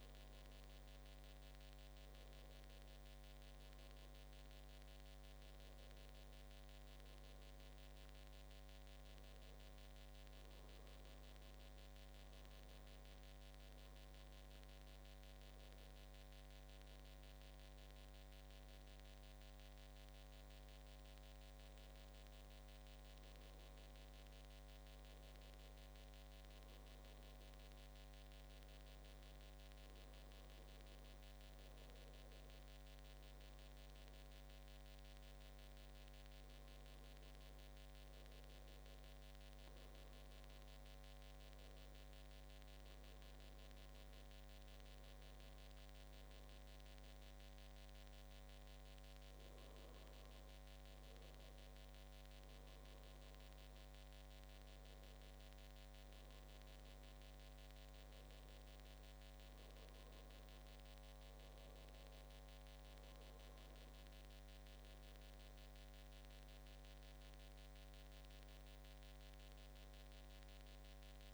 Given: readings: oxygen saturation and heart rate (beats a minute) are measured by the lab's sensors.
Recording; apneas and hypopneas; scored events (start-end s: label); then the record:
breathing in sleep, hard to hear, by a microphone on the trachea; none
none scored
From the record:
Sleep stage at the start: N2 (light sleep); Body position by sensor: on the back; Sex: male